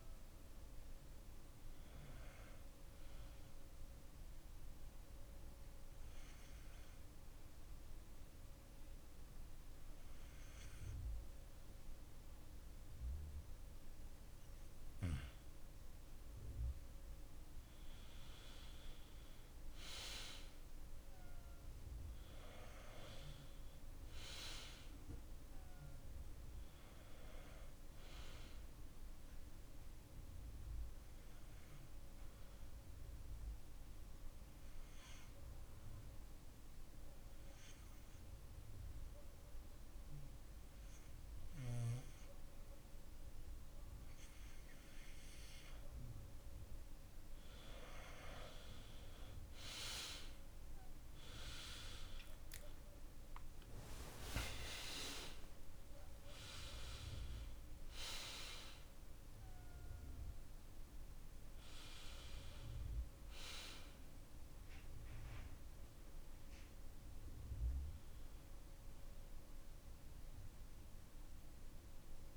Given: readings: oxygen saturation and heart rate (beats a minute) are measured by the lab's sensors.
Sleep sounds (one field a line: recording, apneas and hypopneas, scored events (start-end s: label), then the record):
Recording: breathing in sleep by a room microphone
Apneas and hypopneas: 2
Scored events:
0.00-14.00 s: oxygen desaturation (device-marked, oxygen 90% lowest)
3.00-14.50 s: obstructive apnea (oxygen 95% before, 89% lowest)
18.00-22.50 s: arousal
27.00-38.00 s: oxygen desaturation (device-marked, oxygen 96% before, 91% lowest)
30.50-44.00 s: obstructive apnea (oxygen 96% before, 89% lowest)
46.50-52.50 s: arousal
55.00-72.37 s: oxygen desaturation (device-marked, oxygen 98% before, 89% lowest)
From the record:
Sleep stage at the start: N2 (light sleep)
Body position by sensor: on the back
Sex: male